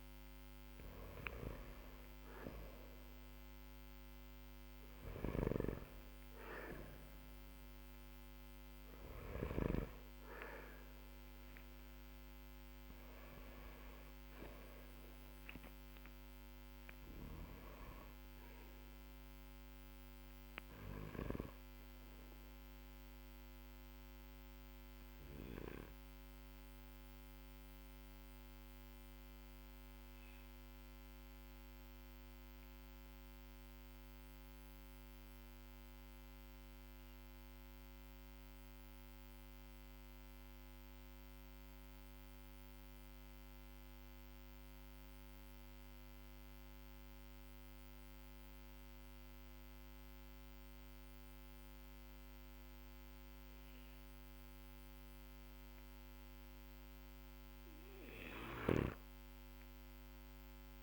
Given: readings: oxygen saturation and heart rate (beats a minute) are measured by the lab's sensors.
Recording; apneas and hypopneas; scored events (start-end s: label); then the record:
breathing in sleep by a microphone on the trachea; 1
0.00-1.50 s: arousal
1.00-42.00 s: oxygen desaturation (device-marked, oxygen 98% before, 92% lowest, heart rate 50 before, 45 extreme)
4.00-8.50 s: snoring (device-marked)
28.50-56.50 s: obstructive apnea (oxygen 97% before, 92% lowest, heart rate 61 before, 45 extreme, up 12 after)
From the record:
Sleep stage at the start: N2 (light sleep); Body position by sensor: on the back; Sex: male